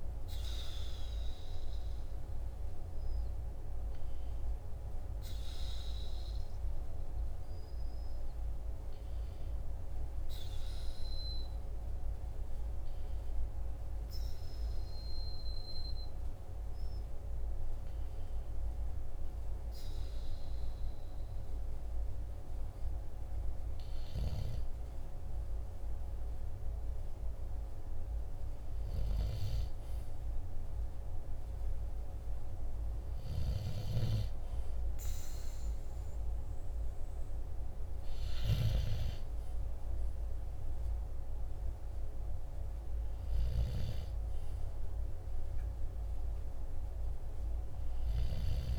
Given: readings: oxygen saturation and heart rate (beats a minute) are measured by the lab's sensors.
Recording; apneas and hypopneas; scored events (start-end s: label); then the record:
breathing in sleep, hard to hear, by a room microphone; 1
6.50-24.50 s: hypopnea (oxygen 96% before, 95% lowest, heart rate 49 before, 46 extreme, up 0 after)
27.50-30.50 s: arousal
From the record:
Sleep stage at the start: N2 (light sleep); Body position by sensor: on the back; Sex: male